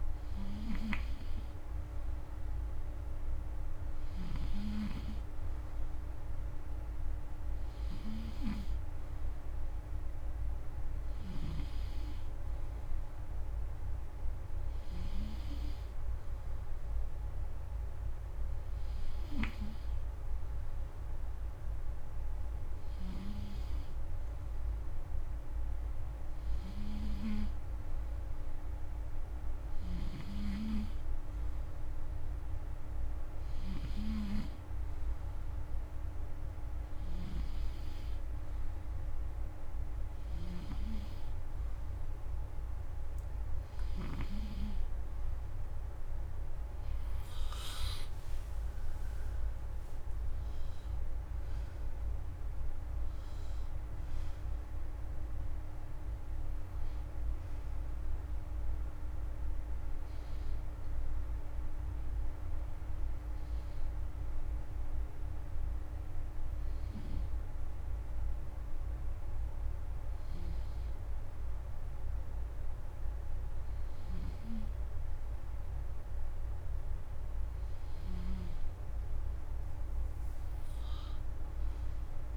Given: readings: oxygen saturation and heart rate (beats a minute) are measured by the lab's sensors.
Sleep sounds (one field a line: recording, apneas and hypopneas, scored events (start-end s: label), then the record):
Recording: breathing in sleep by a room microphone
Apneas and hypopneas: 1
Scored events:
29.00-44.00 s: snoring (device-marked)
57.00-60.50 s: arousal
63.00-75.50 s: hypopnea (oxygen 93% before, 93% lowest, heart rate 129 before, 26 extreme)
69.50-82.36 s: snoring (device-marked)
79.00-82.36 s: arousal
From the record:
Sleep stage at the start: N2 (light sleep)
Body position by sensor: on the front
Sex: male